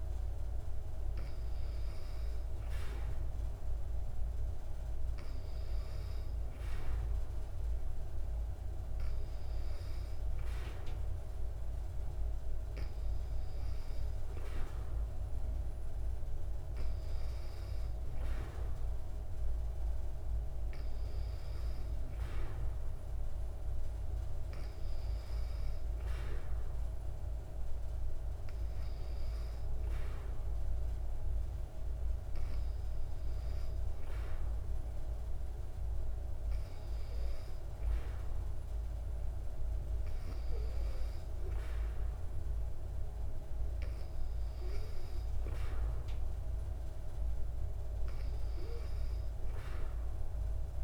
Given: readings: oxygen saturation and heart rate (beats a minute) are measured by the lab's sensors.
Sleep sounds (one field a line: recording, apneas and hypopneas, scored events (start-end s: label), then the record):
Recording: breathing in sleep, hard to hear, by a room microphone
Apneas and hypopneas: none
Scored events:
none scored
From the record:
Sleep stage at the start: N2 (light sleep)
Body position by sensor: on the back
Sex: female